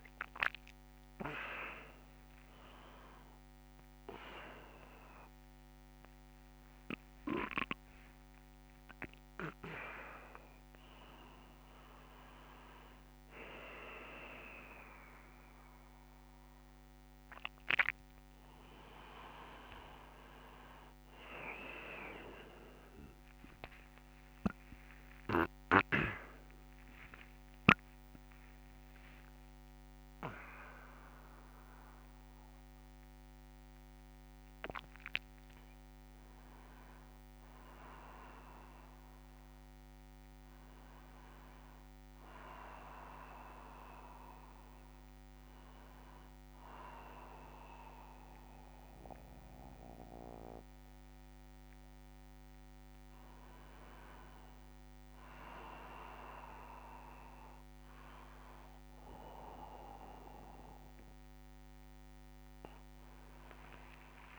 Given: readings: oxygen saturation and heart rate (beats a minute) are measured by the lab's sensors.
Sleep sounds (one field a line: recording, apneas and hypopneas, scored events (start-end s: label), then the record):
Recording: breathing in sleep by a microphone on the trachea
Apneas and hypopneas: 1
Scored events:
5.50-7.50 s: long interval between heartbeats (device-marked, heart rate 79 before, 85 extreme)
7.50-9.50 s: long interval between heartbeats (device-marked, heart rate 80 before, 83 extreme)
19.00-21.00 s: long interval between heartbeats (device-marked, heart rate 84 before, 93 extreme)
22.50-24.50 s: long interval between heartbeats (device-marked, heart rate 86 before, 95 extreme)
25.00-27.00 s: long interval between heartbeats (device-marked, heart rate 87 before, 77 extreme)
25.00-28.50 s: arousal
42.50-53.50 s: hypopnea (oxygen 98% before, 90% lowest)
55.00-57.50 s: arousal
56.00-64.39 s: new sleep stage, N2 (light sleep)
60.00-62.00 s: long interval between heartbeats (device-marked)
From the record:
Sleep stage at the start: N1 (lightest sleep)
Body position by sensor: on the back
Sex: male